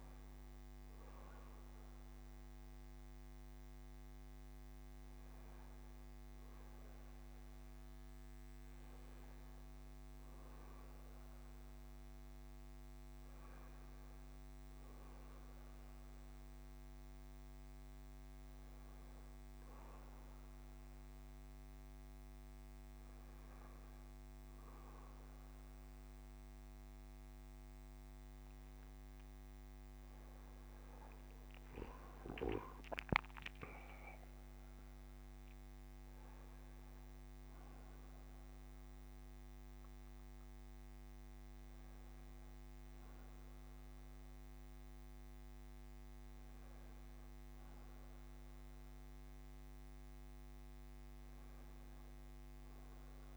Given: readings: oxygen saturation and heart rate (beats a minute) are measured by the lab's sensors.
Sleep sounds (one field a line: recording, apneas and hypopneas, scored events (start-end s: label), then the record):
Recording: breathing in sleep, hard to hear, by a microphone on the trachea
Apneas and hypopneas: none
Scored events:
none scored
From the record:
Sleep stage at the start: N1 (lightest sleep)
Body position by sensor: on the back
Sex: male